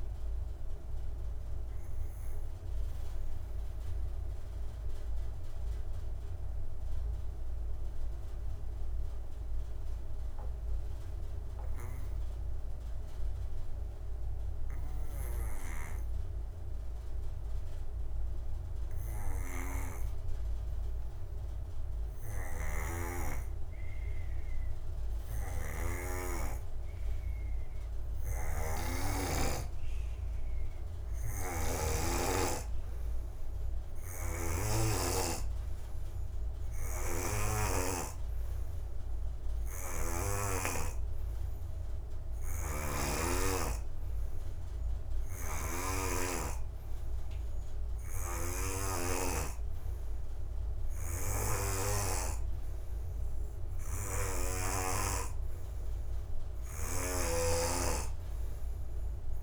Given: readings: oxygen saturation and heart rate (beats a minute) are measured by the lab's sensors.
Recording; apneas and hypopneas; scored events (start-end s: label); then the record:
breathing in sleep by a room microphone; 1
0.00-18.00 s: oxygen desaturation (device-marked, oxygen 82% lowest)
1.50-32.00 s: mixed apnea (oxygen 98% before, 82% lowest, heart rate 41 before, 66 extreme, up 16 after)
32.00-50.00 s: oxygen desaturation (device-marked, oxygen 97% before, 87% lowest)
34.00-38.50 s: arousal
From the record:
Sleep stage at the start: N2 (light sleep); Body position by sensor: on the back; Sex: male